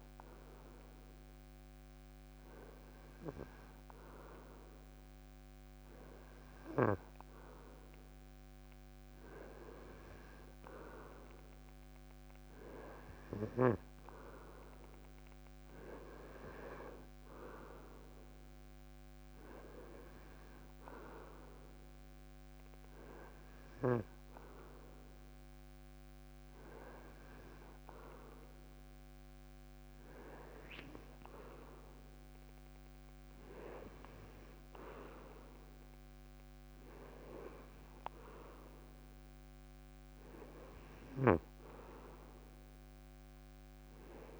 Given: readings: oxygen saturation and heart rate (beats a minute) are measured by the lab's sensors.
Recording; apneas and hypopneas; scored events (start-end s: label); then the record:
breathing in sleep by a microphone on the trachea; none
4.50-26.50 s: oxygen desaturation (device-marked, oxygen 94% before, 91% lowest, heart rate 105 before, 46 extreme)
From the record:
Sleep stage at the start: N2 (light sleep); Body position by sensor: on the front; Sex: male